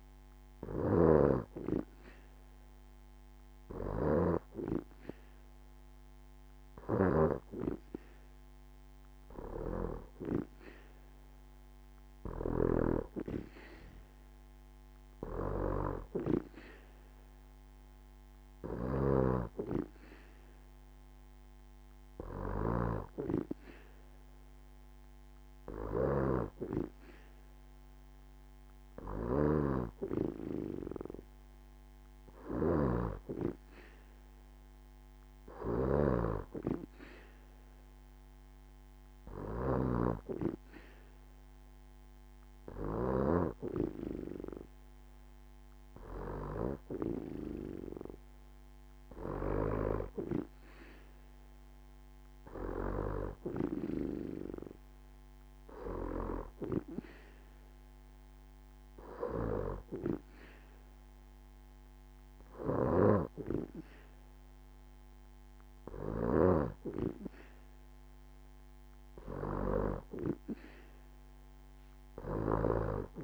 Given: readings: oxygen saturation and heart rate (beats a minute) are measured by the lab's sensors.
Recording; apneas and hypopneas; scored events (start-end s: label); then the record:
breathing in sleep by a microphone on the trachea; none
none scored
From the record:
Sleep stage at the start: N2 (light sleep); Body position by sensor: on the back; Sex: female